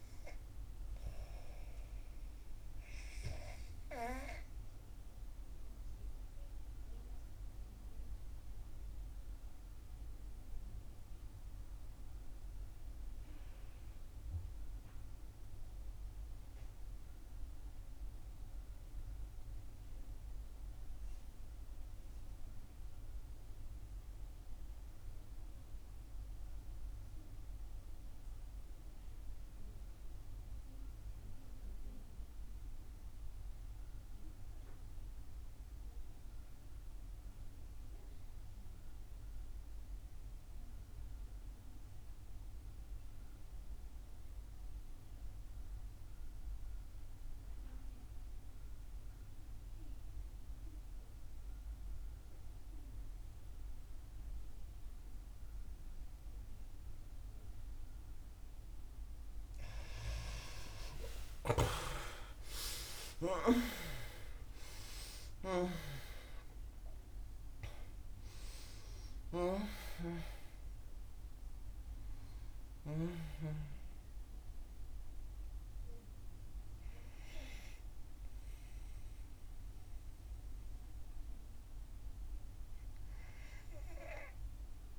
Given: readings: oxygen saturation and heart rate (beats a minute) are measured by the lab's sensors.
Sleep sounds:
breathing in sleep by a room microphone; 1
0.00-15.50 s: oxygen desaturation (device-marked, oxygen 87% lowest, heart rate 61 extreme)
3.50-57.50 s: obstructive apnea (oxygen 96% before, 65% lowest, heart rate 65 before, 61 extreme, up 10 after)
25.50-83.50 s: oxygen desaturation (device-marked, oxygen 88% before, 65% lowest, heart rate 64 before, 65 extreme)
48.50-84.99 s: new sleep stage, N2 (light sleep)
60.00-66.00 s: arousal
61.00-73.00 s: snoring (device-marked)
From the record:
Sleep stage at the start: REM sleep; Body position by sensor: on the back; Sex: female

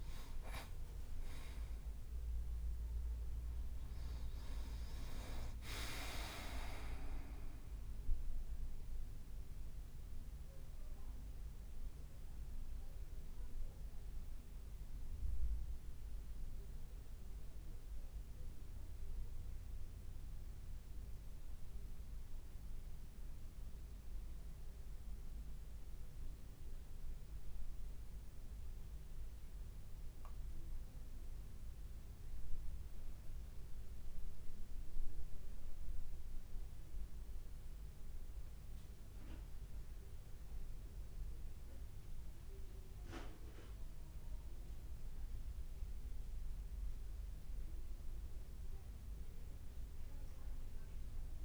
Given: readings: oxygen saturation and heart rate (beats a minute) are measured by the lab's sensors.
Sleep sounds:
breathing in sleep by a room microphone; none
0.00-1.50 s: leg movement (device-marked)
4.00-7.00 s: leg movement (device-marked)
48.00-51.45 s: arousal
From the record:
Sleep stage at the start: N2 (light sleep); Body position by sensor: on the back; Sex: male

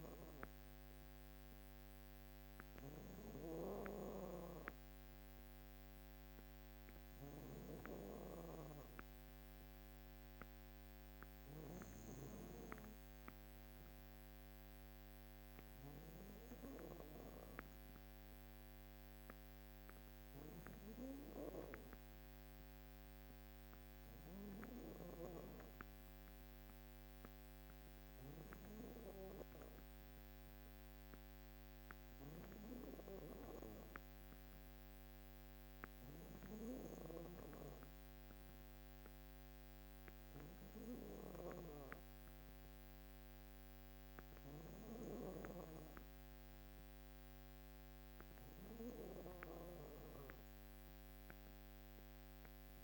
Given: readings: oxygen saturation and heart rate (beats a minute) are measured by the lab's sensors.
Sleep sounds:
breathing in sleep by a microphone on the trachea; none
6.50-11.50 s: snoring (device-marked)
From the record:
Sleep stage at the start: N2 (light sleep); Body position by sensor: on the back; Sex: female

